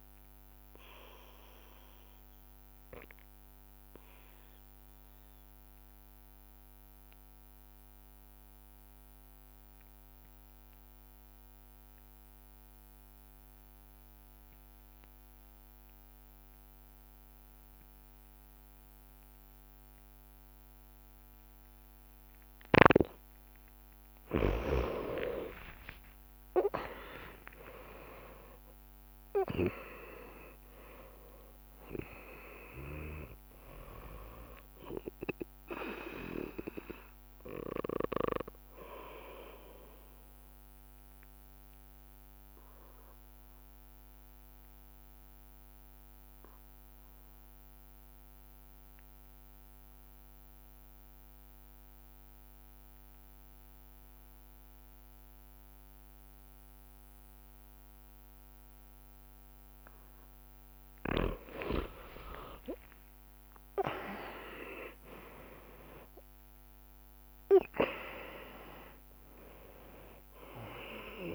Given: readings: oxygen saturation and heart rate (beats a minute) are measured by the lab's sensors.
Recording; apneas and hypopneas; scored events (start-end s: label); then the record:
breathing in sleep by a microphone on the trachea; 2
0.00-11.50 s: oxygen desaturation (device-marked, oxygen 90% lowest)
0.50-22.50 s: obstructive apnea (oxygen 99% before, 90% lowest)
24.50-28.50 s: arousal
34.50-50.50 s: oxygen desaturation (device-marked, oxygen 97% before, 91% lowest)
41.50-60.00 s: obstructive apnea (oxygen 99% before, 88% lowest)
62.00-66.50 s: arousal
69.50-71.34 s: oxygen desaturation (device-marked, oxygen 98% before, 91% lowest)
From the record:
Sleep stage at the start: N2 (light sleep); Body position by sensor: on the back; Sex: male